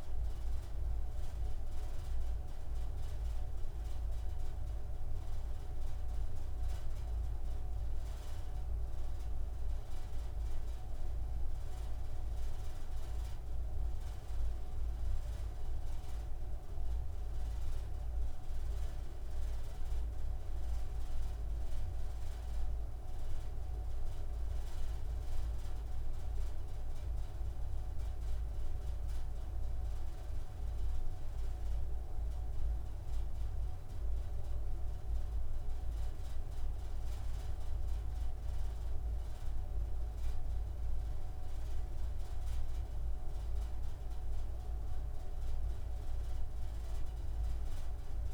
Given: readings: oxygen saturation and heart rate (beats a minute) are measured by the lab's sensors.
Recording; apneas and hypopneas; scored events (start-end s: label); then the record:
breathing in sleep, hard to hear, by a room microphone; none
none scored
From the record:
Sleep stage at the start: N2 (light sleep); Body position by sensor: on the right side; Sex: male